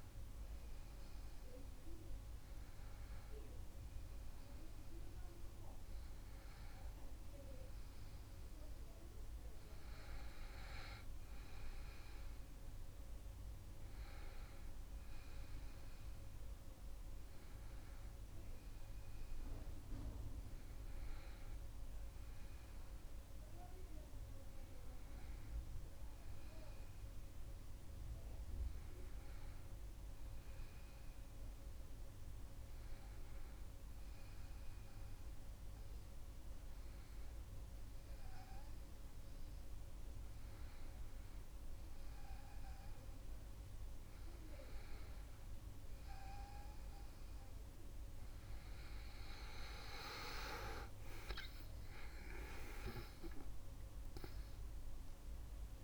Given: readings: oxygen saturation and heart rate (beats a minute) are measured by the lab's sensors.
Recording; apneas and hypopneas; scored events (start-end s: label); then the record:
breathing in sleep by a room microphone; none
50.00-52.00 s: long interval between heartbeats (device-marked, heart rate 70 before, 70 extreme)
From the record:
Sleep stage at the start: N2 (light sleep); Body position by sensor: on the back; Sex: male